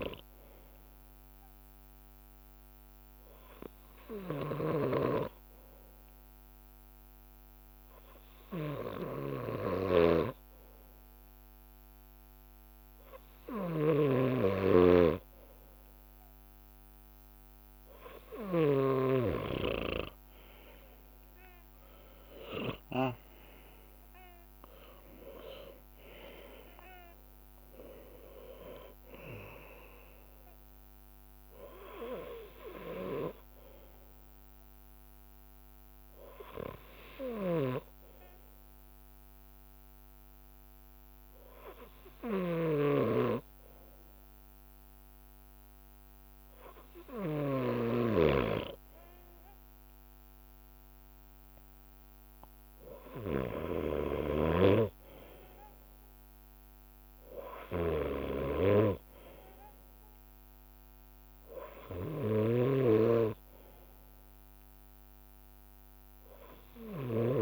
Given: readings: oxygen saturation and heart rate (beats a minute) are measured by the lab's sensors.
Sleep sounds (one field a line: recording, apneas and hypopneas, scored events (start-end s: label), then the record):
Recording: breathing in sleep by a microphone on the trachea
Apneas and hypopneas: 2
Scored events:
0.00-1.50 s: leg movement (device-marked)
0.00-19.50 s: bradycardia (device-marked, heart rate 56 extreme)
0.00-26.50 s: drop in pulse transit time (device-marked, heart rate 56 extreme)
3.50-11.50 s: leg movement (device-marked)
4.50-19.00 s: snoring (device-marked)
5.00-16.00 s: hypopnea (oxygen 97% before, 95% lowest, heart rate 61 before, 56 extreme, up 4 after)
13.00-16.50 s: leg movement (device-marked)
19.50-24.00 s: arousal
20.00-27.50 s: leg movement (device-marked)
31.50-55.50 s: bradycardia (device-marked, heart rate 62 before, 56 extreme)
35.50-40.00 s: leg movement (device-marked)
38.50-49.50 s: hypopnea (oxygen 97% before, 95% lowest, heart rate 61 before, 56 extreme, up 3 after)
40.50-44.50 s: leg movement (device-marked)
42.50-48.00 s: snoring (device-marked)
46.00-50.50 s: leg movement (device-marked)
46.50-62.50 s: drop in pulse transit time (device-marked, heart rate 60 before, 56 extreme)
51.50-55.00 s: arousal
56.50-67.42 s: bradycardia (device-marked, heart rate 62 before, 56 extreme)
57.00-59.50 s: leg movement (device-marked)
61.00-65.00 s: leg movement (device-marked)
62.00-67.42 s: snoring (device-marked)
From the record:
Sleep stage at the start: N2 (light sleep)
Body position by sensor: on the left side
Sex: male